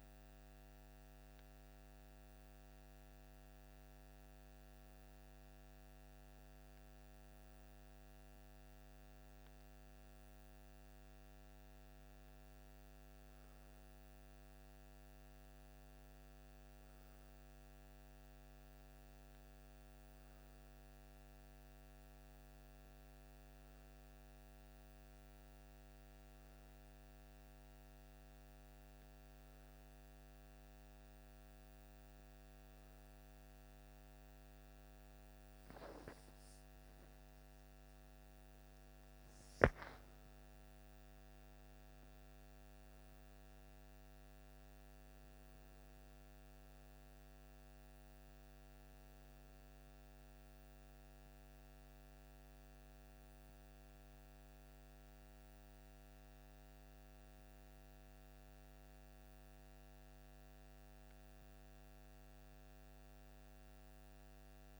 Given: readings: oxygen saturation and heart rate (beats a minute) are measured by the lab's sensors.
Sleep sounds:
breathing in sleep, hard to hear, by a microphone on the trachea; none
none scored
From the record:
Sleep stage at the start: REM sleep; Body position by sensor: on the left side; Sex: male

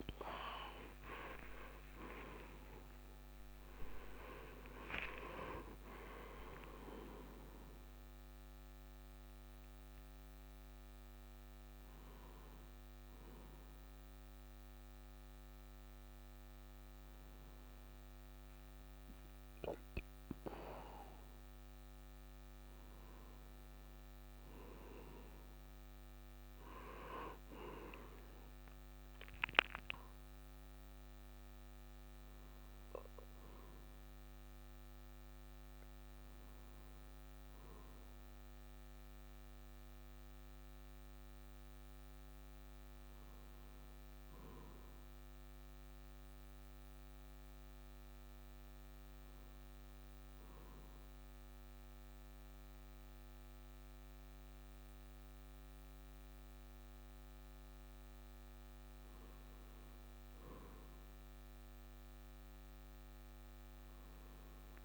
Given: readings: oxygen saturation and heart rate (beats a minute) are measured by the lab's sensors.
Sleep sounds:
breathing in sleep by a microphone on the trachea; 1
0.00-4.50 s: arousal
0.00-6.50 s: tachycardia (device-marked, heart rate 138 extreme)
47.00-60.00 s: hypopnea (oxygen 98% before, 96% lowest, heart rate 57 before, 55 extreme, up 2 after)
62.50-64.85 s: arousal
From the record:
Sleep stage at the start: N1 (lightest sleep); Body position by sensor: on the right side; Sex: male

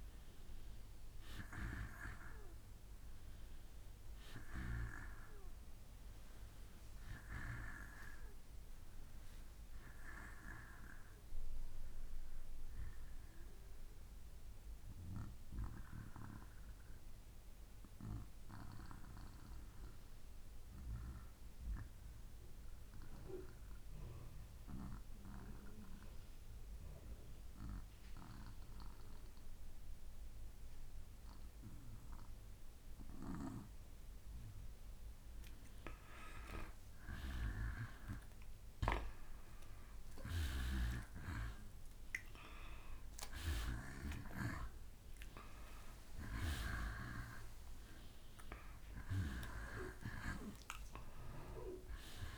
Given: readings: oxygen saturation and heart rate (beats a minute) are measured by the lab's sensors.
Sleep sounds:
breathing in sleep by a room microphone; 1
0.00-15.00 s: oxygen desaturation (device-marked, oxygen 90% lowest, heart rate 61 extreme)
15.00-32.50 s: obstructive apnea (oxygen 95% before, 88% lowest, heart rate 63 before, 62 extreme, up 3 after)
36.00-52.38 s: oxygen desaturation (device-marked, oxygen 94% before, 88% lowest, heart rate 63 before, 62 extreme)
36.50-41.50 s: arousal
From the record:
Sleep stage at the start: N2 (light sleep); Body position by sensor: on the back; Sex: male

